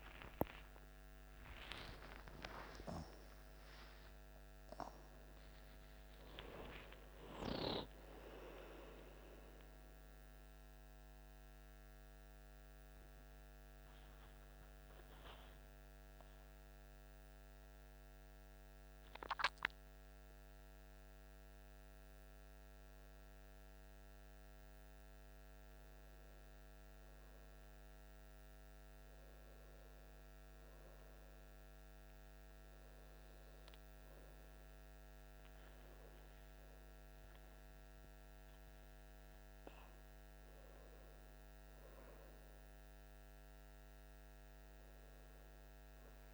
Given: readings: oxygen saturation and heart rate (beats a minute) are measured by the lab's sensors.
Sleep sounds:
a person awake in a sleep study, by a microphone on the trachea; none
29.00-46.33 s: new sleep stage, N1 (lightest sleep)
From the record:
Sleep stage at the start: awake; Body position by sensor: on the back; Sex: male

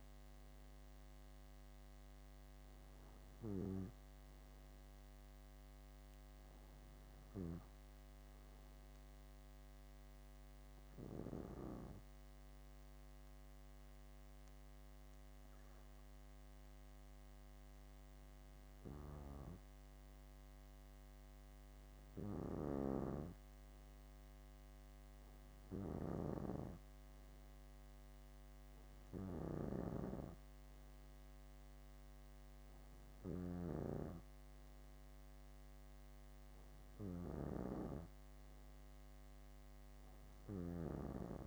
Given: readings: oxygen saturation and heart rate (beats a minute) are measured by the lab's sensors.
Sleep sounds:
breathing in sleep by a microphone on the trachea; 1
3.50-7.50 s: arousal
9.50-20.50 s: obstructive apnea (oxygen 97% before, 94% lowest, heart rate 63 before, 63 extreme, up 3 after)
22.50-33.50 s: snoring (device-marked)
23.50-27.00 s: arousal
From the record:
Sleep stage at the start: N2 (light sleep); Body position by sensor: on the back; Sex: female

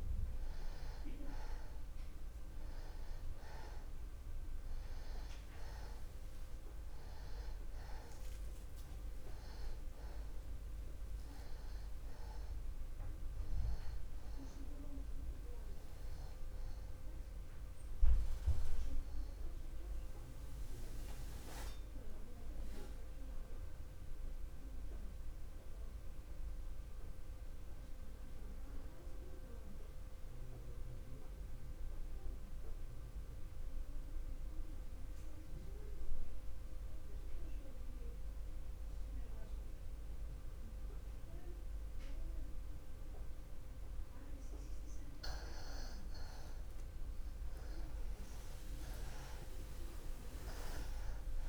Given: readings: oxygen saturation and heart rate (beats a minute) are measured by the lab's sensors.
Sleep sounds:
breathing in sleep by a room microphone; 1
0.00-27.00 s: oxygen desaturation (device-marked, oxygen 87% lowest)
22.50-46.00 s: mixed apnea (oxygen 94% before, 87% lowest, heart rate 51 before, 44 extreme, up 18 after)
47.50-51.49 s: arousal
From the record:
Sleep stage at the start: N2 (light sleep); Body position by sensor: on the back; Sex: male

